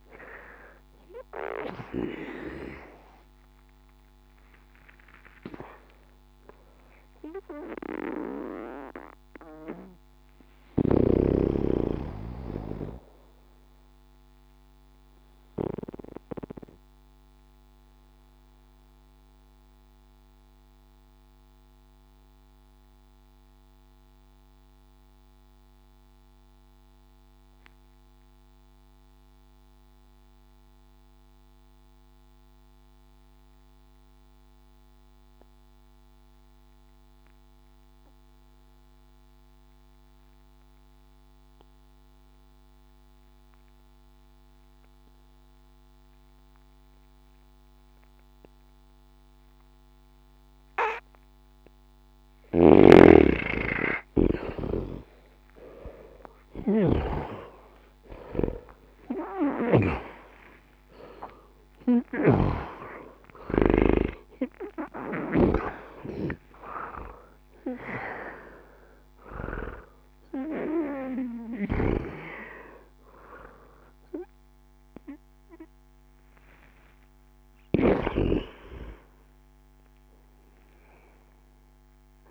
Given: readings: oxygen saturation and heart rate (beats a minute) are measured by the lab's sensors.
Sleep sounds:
breathing in sleep by a microphone on the trachea; 1
0.00-24.50 s: oxygen desaturation (device-marked, oxygen 77% lowest, heart rate 59 extreme)
7.00-11.00 s: arousal
15.00-51.00 s: mixed apnea (oxygen 90% before, 77% lowest, heart rate 92 before, 59 extreme, up 50 after)
29.50-82.31 s: new sleep stage, N1 (lightest sleep)
47.50-82.31 s: oxygen desaturation (device-marked, oxygen 98% before, 77% lowest, heart rate 61 before, 59 extreme)
52.00-59.50 s: snoring (device-marked)
53.00-57.00 s: arousal
61.50-65.00 s: snoring (device-marked)
76.00-80.00 s: arousal
From the record:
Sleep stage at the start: N2 (light sleep); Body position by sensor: on the back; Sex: male

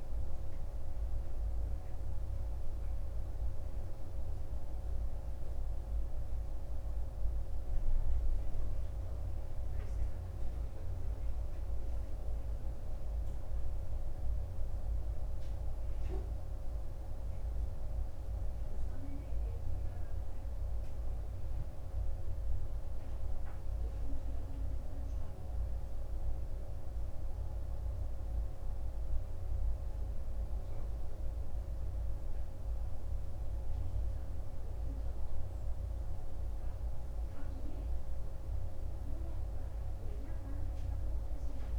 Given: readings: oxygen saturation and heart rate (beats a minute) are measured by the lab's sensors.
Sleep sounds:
breathing in sleep, hard to hear, by a room microphone; none
none scored
From the record:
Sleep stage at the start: N2 (light sleep); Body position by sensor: on the right side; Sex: male

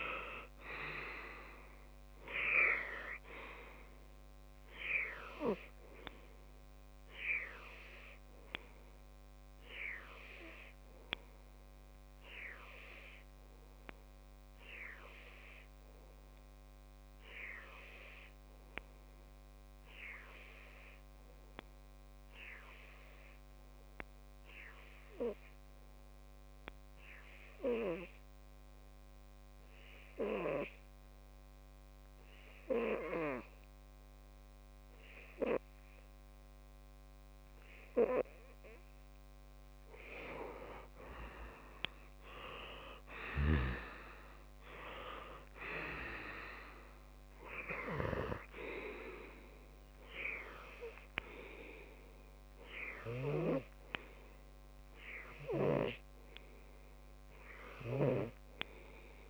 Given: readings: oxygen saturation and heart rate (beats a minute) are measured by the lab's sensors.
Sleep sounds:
breathing in sleep by a microphone on the trachea; 1
11.00-39.00 s: obstructive apnea (oxygen 99% before, 95% lowest)
41.50-45.00 s: arousal
From the record:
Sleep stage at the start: N2 (light sleep); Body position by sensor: on the left side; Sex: male

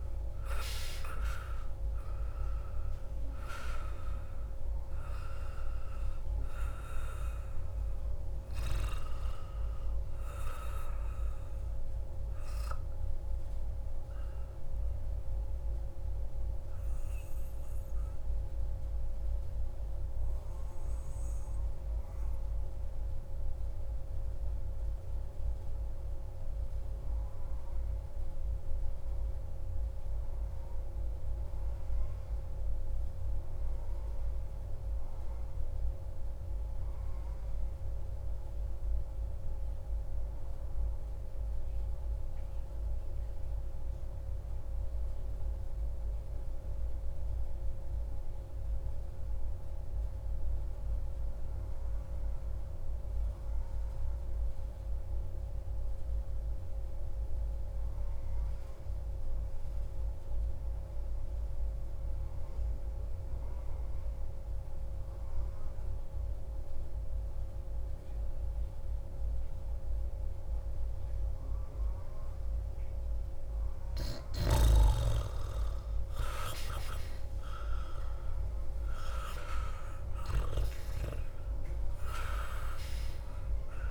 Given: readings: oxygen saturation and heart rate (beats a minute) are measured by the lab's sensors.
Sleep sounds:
breathing in sleep by a room microphone; 1
0.00-17.00 s: oxygen desaturation (device-marked, oxygen 87% lowest)
19.00-72.00 s: mixed apnea (oxygen 98% before, 86% lowest)
48.00-83.90 s: oxygen desaturation (device-marked, oxygen 98% before, 86% lowest)
75.00-80.00 s: arousal
From the record:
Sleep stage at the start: N2 (light sleep); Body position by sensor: on the back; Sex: male

